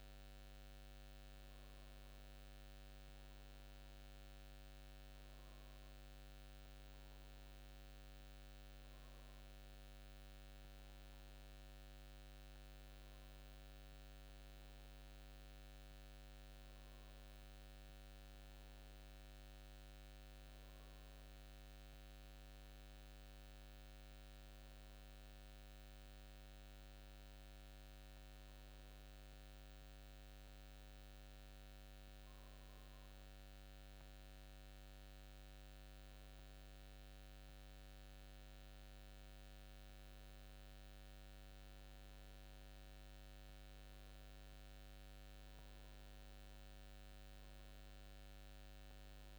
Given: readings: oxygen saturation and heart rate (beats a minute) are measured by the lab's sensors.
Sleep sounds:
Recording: breathing in sleep, hard to hear, by a microphone on the trachea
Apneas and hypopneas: none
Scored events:
42.50-49.39 s: new sleep stage, N2 (light sleep)
From the record:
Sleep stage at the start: N1 (lightest sleep)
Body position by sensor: on the back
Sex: male

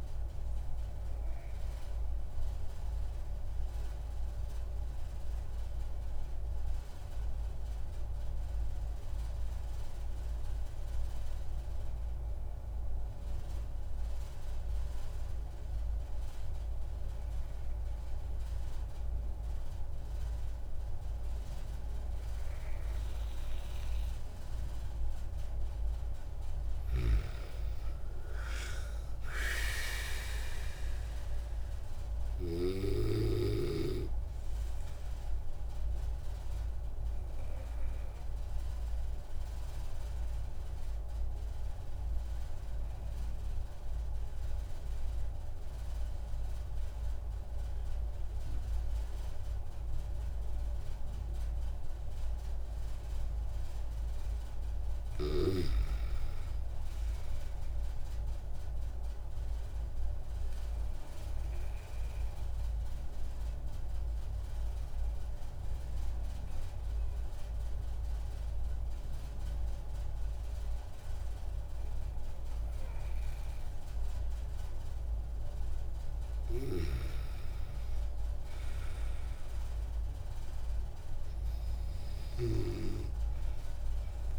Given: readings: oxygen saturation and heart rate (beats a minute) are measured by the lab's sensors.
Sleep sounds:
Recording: breathing in sleep by a room microphone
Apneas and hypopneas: 3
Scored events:
0.00-12.00 s: oxygen desaturation (device-marked, oxygen 92% lowest)
2.00-25.00 s: obstructive apnea (oxygen 97% before, 92% lowest)
25.00-49.00 s: oxygen desaturation (device-marked, oxygen 97% before, 93% lowest)
26.50-30.50 s: arousal
36.00-53.00 s: obstructive apnea (oxygen 97% before, 92% lowest)
54.50-57.50 s: arousal
61.00-76.00 s: obstructive apnea (oxygen 98% before, 92% lowest)
81.00-84.39 s: oxygen desaturation (device-marked, oxygen 97% before, 92% lowest)
From the record:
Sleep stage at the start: N2 (light sleep)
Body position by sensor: on the back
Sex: male

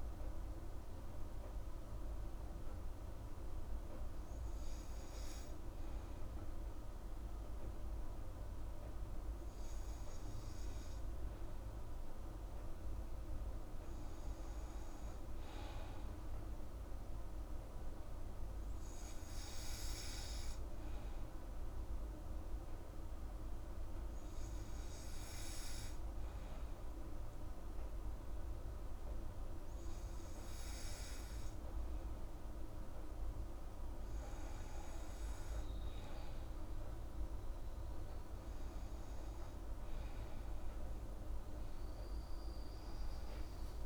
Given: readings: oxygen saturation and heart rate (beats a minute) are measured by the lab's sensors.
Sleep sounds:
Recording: breathing in sleep, hard to hear, by a room microphone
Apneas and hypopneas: none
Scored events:
41.00-43.86 s: new sleep stage, N2 (light sleep)
From the record:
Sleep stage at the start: N3 (deep sleep)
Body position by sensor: on the back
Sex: female

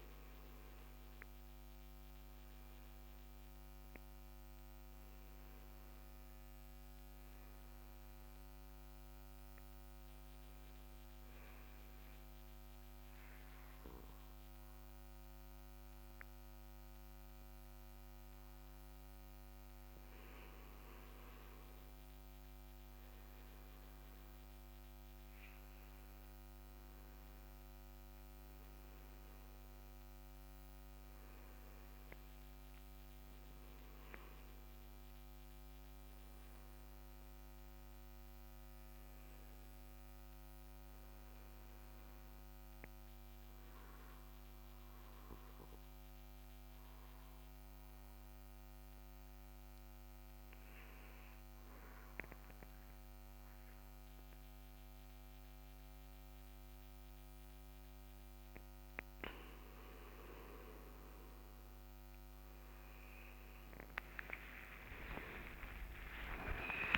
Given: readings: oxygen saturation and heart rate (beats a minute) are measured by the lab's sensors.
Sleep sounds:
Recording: breathing in sleep by a microphone on the trachea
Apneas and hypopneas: 2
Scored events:
5.00-21.00 s: hypopnea (oxygen 96% before, 93% lowest, heart rate 70 before, 65 extreme, up 2 after)
23.00-27.50 s: arousal
43.00-59.00 s: hypopnea (oxygen 97% before, 90% lowest, heart rate 68 before, 65 extreme, up 14 after)
63.00-66.98 s: arousal
From the record:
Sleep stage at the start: N2 (light sleep)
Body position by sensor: on the right side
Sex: male

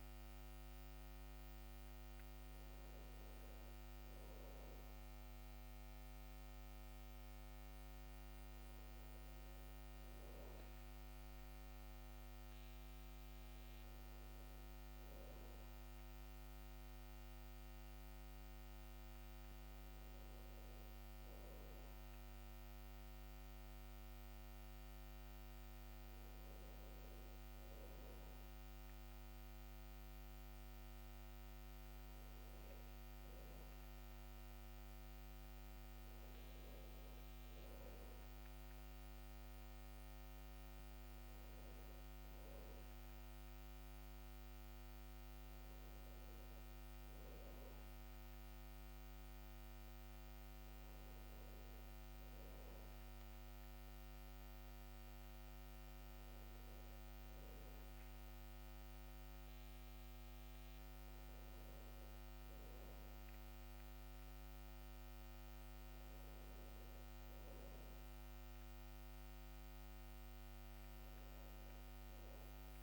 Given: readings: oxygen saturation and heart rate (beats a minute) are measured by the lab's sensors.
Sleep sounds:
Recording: breathing in sleep, hard to hear, by a microphone on the trachea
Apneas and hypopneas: none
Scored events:
7.50-72.83 s: new sleep stage, N2 (light sleep)
From the record:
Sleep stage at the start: N1 (lightest sleep)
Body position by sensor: on the back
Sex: male

